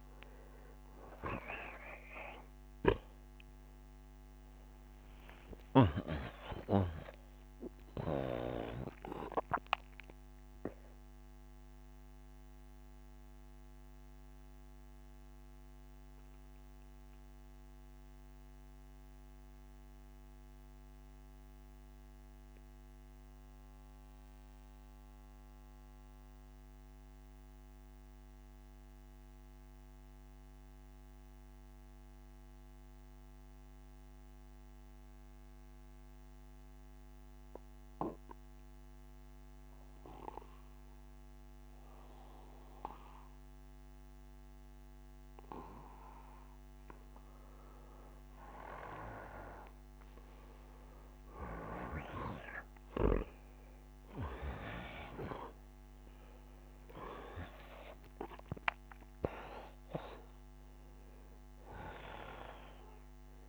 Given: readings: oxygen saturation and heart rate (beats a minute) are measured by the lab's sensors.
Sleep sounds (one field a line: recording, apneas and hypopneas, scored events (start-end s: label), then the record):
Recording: breathing in sleep by a microphone on the trachea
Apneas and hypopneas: 1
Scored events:
0.00-21.50 s: oxygen desaturation (device-marked, oxygen 86% lowest, heart rate 49 extreme)
3.00-7.00 s: arousal
9.00-43.50 s: mixed apnea (oxygen 96% before, 86% lowest, heart rate 82 before, 49 extreme, up 10 after)
13.50-19.50 s: bradycardia (device-marked, heart rate 72 before, 58 extreme)
22.50-31.50 s: bradycardia (device-marked, heart rate 72 before, 49 extreme)
38.50-63.49 s: oxygen desaturation (device-marked, oxygen 98% before, 90% lowest, heart rate 61 before, 64 extreme)
45.50-49.50 s: arousal
From the record:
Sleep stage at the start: N2 (light sleep)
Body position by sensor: on the back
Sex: male